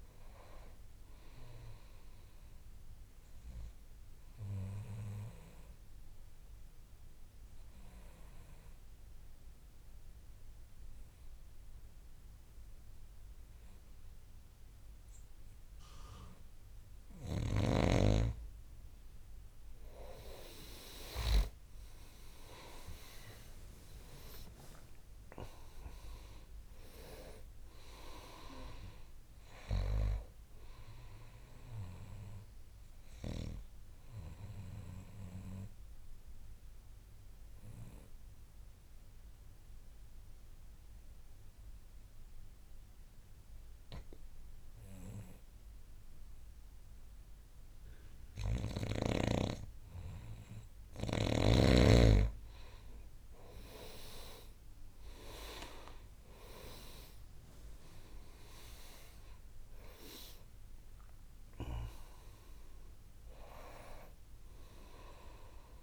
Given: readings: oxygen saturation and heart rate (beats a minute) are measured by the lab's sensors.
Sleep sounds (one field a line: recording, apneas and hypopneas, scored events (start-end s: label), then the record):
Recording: breathing in sleep by a room microphone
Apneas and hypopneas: 2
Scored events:
0.00-12.50 s: oxygen desaturation (device-marked, oxygen 88% lowest, heart rate 55 extreme)
2.50-16.50 s: obstructive apnea (oxygen 98% before, 85% lowest, heart rate 70 before, 55 extreme, up 15 after)
19.50-23.00 s: arousal
22.50-47.50 s: oxygen desaturation (device-marked, oxygen 98% before, 87% lowest, heart rate 61 before, 55 extreme)
34.50-49.50 s: obstructive apnea (oxygen 98% before, 85% lowest, heart rate 70 before, 57 extreme, up 8 after)
52.00-56.00 s: arousal
53.50-65.83 s: oxygen desaturation (device-marked, oxygen 99% before, 85% lowest, heart rate 63 before, 53 extreme)
From the record:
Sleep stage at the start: N2 (light sleep)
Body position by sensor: on the back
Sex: male